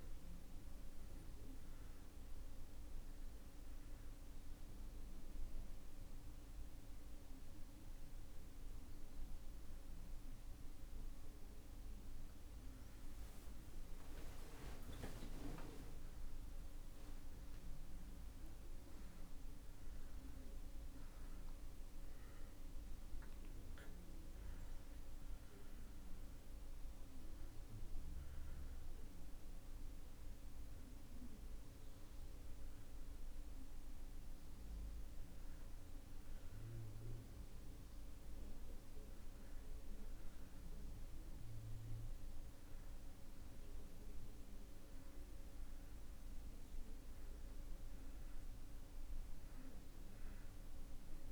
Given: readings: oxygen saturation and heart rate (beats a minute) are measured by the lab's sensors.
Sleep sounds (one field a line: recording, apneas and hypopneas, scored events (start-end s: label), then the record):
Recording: breathing in sleep, hard to hear, by a room microphone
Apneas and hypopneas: 1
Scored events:
0.00-22.50 s: oxygen desaturation (device-marked, oxygen 84% lowest)
3.50-13.50 s: hypopnea (oxygen 97% before, 84% lowest)
15.50-20.50 s: arousal
From the record:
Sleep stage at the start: N2 (light sleep)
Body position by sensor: on the back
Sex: male